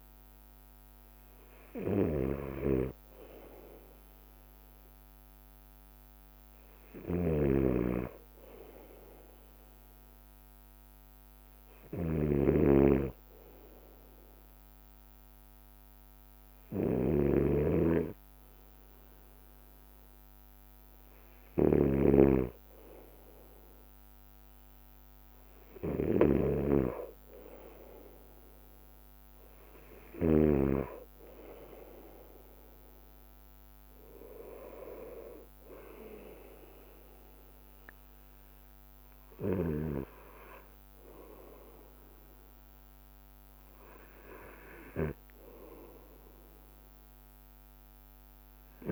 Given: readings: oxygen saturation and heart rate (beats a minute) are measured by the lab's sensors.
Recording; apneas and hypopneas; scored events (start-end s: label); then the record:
breathing in sleep by a microphone on the trachea; none
0.00-31.00 s: snoring (device-marked)
0.00-48.92 s: bradycardia (device-marked, heart rate 55 extreme)
From the record:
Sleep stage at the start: N2 (light sleep); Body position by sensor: on the right side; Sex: male